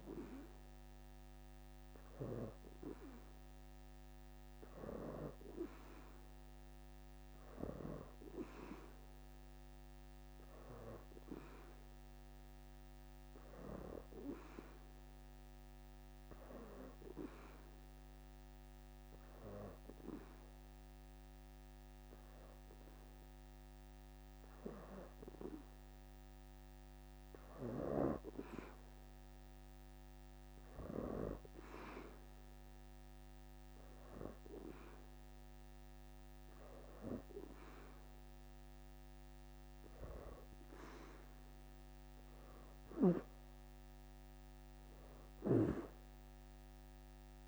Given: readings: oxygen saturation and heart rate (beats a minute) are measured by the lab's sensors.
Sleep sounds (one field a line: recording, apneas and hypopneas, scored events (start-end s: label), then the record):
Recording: breathing in sleep by a microphone on the trachea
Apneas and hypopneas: 1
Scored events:
0.00-2.00 s: leg movement (device-marked)
0.00-7.50 s: oxygen desaturation (device-marked, oxygen 84% lowest, heart rate 82 extreme)
3.00-7.00 s: leg movement (device-marked)
8.50-11.50 s: arousal
8.50-15.50 s: leg movement (device-marked)
17.50-28.00 s: hypopnea (oxygen 90% before, 82% lowest, heart rate 84 before, 82 extreme, up 4 after)
29.50-32.00 s: arousal
32.50-47.48 s: oxygen desaturation (device-marked, oxygen 89% before, 82% lowest, heart rate 83 before, 81 extreme)
From the record:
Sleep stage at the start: N2 (light sleep)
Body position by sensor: on the back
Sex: female